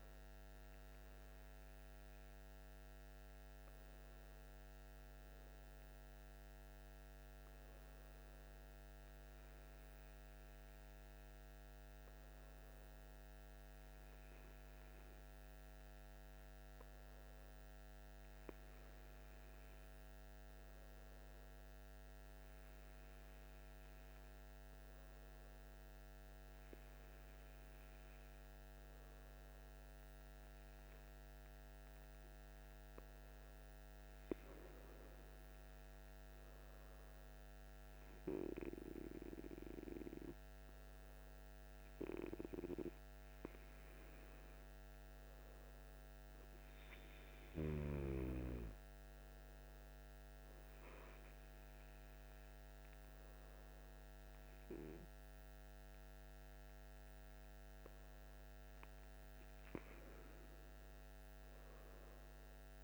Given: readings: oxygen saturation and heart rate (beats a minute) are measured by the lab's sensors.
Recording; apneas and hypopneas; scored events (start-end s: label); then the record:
a person partly awake in a sleep study, by a microphone on the trachea; 1
1.00-62.84 s: new sleep stage, N1 (lightest sleep)
10.50-29.00 s: hypopnea (oxygen 100% before, 97% lowest, heart rate 55 before, 55 extreme, up 2 after)
30.50-35.00 s: arousal
From the record:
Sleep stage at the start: awake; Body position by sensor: on the back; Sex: male